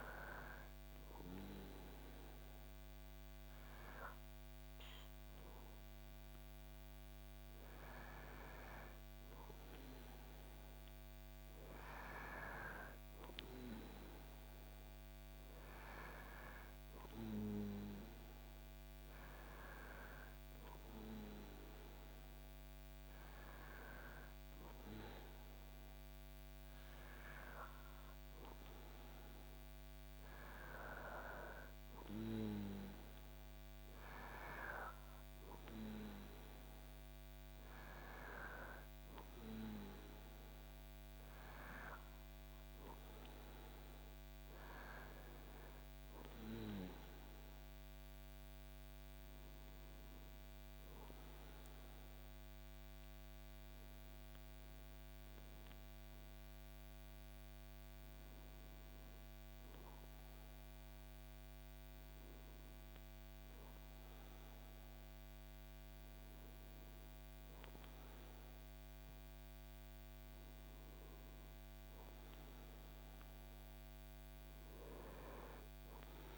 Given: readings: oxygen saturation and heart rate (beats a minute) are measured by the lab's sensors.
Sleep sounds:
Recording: breathing in sleep by a microphone on the trachea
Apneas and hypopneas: none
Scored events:
none scored
From the record:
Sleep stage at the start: N2 (light sleep)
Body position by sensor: on the back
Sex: male

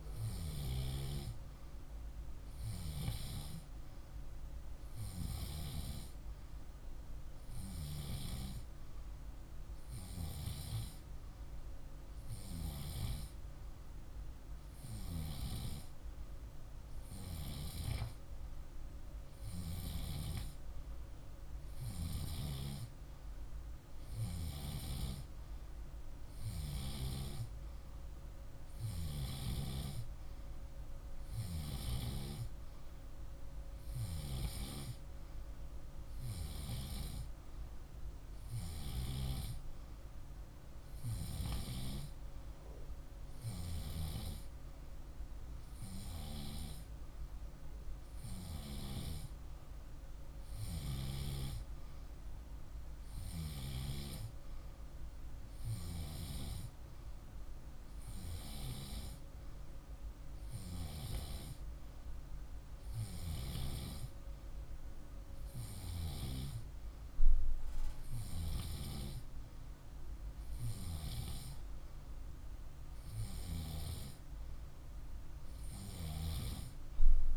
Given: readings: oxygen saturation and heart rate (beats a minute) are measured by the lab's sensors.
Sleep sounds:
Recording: breathing in sleep by a room microphone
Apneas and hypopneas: none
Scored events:
none scored
From the record:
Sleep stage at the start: N2 (light sleep)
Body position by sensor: on the left side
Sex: male

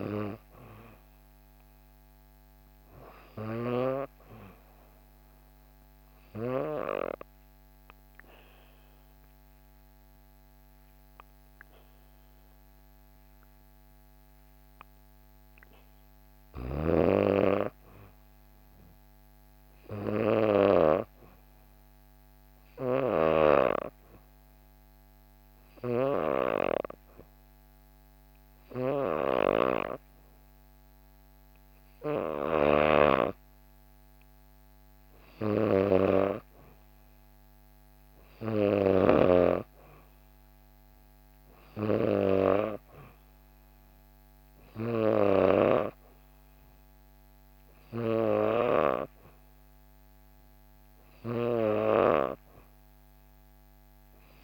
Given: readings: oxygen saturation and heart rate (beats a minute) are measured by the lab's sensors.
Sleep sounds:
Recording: breathing in sleep by a microphone on the trachea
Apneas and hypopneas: 2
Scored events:
6.50-16.50 s: obstructive apnea (oxygen 94% before, 90% lowest, heart rate 63 before, 62 extreme, up 1 after)
17.50-20.00 s: arousal
24.00-34.50 s: obstructive apnea (oxygen 94% before, 90% lowest, heart rate 64 before, 61 extreme, up 0 after)
38.00-40.50 s: arousal
41.00-54.44 s: oxygen desaturation (device-marked, oxygen 93% before, 90% lowest, heart rate 63 before, 63 extreme)
From the record:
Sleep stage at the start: N2 (light sleep)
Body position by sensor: on the back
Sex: female

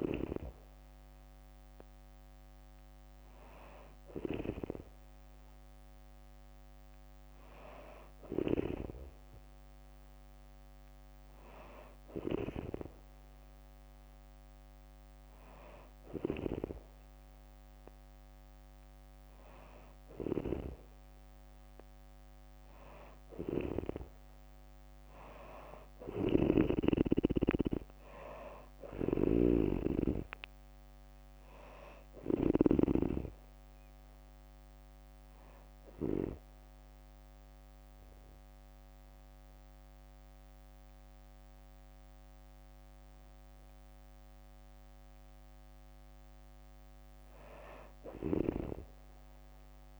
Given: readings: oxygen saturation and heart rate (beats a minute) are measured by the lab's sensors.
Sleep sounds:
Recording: breathing in sleep by a microphone on the trachea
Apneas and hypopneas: 1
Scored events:
0.00-4.00 s: snoring (device-marked)
15.50-32.00 s: snoring (device-marked)
25.00-39.00 s: drop in pulse transit time (device-marked, heart rate 66 before, 63 extreme)
27.50-30.50 s: arousal
34.50-45.50 s: hypopnea (oxygen 95% before, 92% lowest, heart rate 68 before, 60 extreme, up 6 after)
47.50-50.00 s: snoring (device-marked)
48.00-50.00 s: arousal
From the record:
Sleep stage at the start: N2 (light sleep)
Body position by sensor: on the back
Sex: female

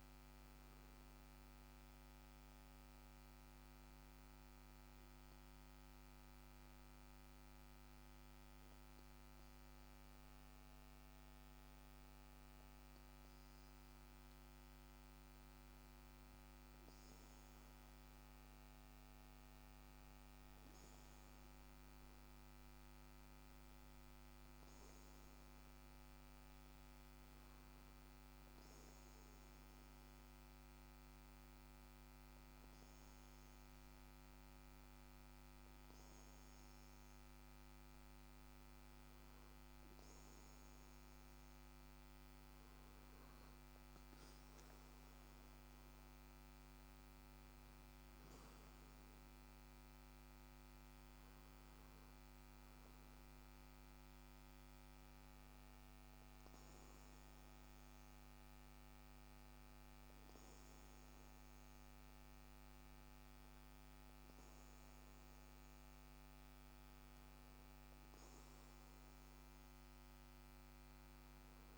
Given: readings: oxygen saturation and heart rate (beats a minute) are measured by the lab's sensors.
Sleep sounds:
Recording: breathing in sleep, hard to hear, by a microphone on the trachea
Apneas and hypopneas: 1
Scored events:
23.50-28.00 s: arousal
30.00-41.50 s: hypopnea (oxygen 95% before, 92% lowest, heart rate 60 before, 57 extreme, up 3 after)
43.50-47.50 s: arousal
From the record:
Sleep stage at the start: REM sleep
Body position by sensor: on the back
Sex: male

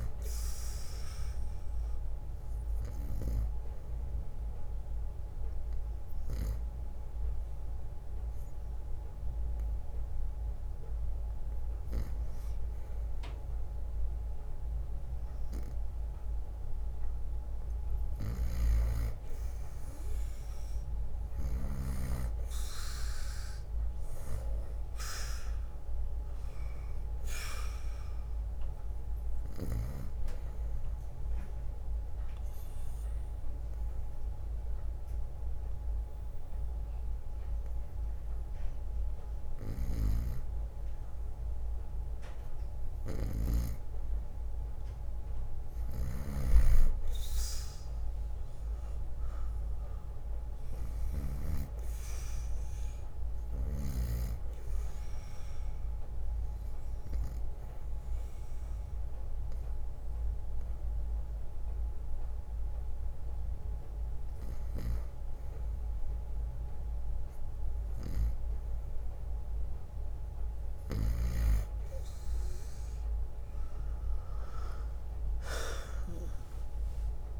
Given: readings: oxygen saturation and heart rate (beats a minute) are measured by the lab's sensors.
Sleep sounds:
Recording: breathing in sleep by a room microphone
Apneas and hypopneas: 3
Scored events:
0.00-10.50 s: drop in pulse transit time (device-marked, heart rate 58 extreme)
1.50-19.50 s: oxygen desaturation (device-marked, oxygen 95% before, 91% lowest, heart rate 63 before, 58 extreme)
2.00-15.50 s: obstructive apnea (oxygen 95% before, 91% lowest, heart rate 63 before, 58 extreme, up 6 after)
2.50-7.50 s: bradycardia (device-marked, heart rate 63 before, 58 extreme)
18.00-22.00 s: snoring (device-marked)
23.50-27.00 s: arousal
24.50-37.50 s: drop in pulse transit time (device-marked, heart rate 62 before, 60 extreme)
31.00-33.00 s: long interval between heartbeats (device-marked, heart rate 64 before, 70 extreme)
31.50-48.50 s: oxygen desaturation (device-marked, oxygen 96% before, 92% lowest, heart rate 64 before, 54 extreme)
32.00-44.00 s: obstructive apnea (oxygen 96% before, 91% lowest, heart rate 64 before, 60 extreme, up 5 after)
39.50-51.50 s: snoring (device-marked)
47.50-51.00 s: arousal
50.50-72.50 s: oxygen desaturation (device-marked, oxygen 96% before, 91% lowest, heart rate 63 before, 54 extreme)
51.50-61.50 s: drop in pulse transit time (device-marked, heart rate 62 before, 63 extreme)
56.00-68.00 s: obstructive apnea (oxygen 96% before, 91% lowest, heart rate 62 before, 54 extreme, up 5 after)
65.50-71.50 s: bradycardia (device-marked, heart rate 63 before, 54 extreme)
72.50-77.00 s: arousal
From the record:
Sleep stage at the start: N2 (light sleep)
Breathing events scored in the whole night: 305 in 3.8 hours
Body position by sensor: on the right side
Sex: male

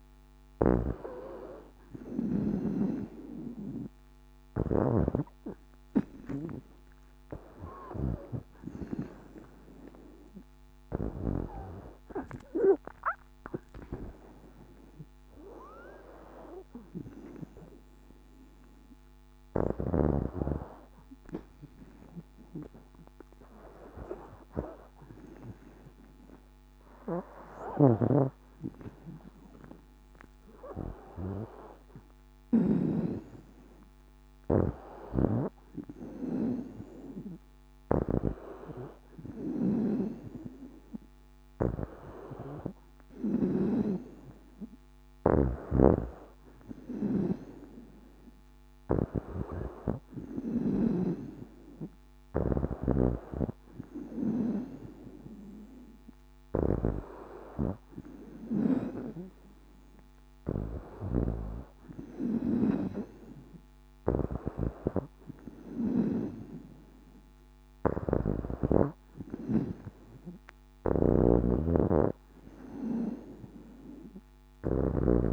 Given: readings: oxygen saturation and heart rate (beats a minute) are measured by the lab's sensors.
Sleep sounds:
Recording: breathing in sleep by a microphone on the trachea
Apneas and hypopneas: none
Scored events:
0.00-4.50 s: snoring (device-marked)
7.50-12.50 s: arousal
27.00-32.50 s: snoring (device-marked)
34.50-50.50 s: snoring (device-marked)
52.50-75.33 s: snoring (device-marked)
From the record:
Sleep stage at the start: N2 (light sleep)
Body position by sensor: on the back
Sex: female

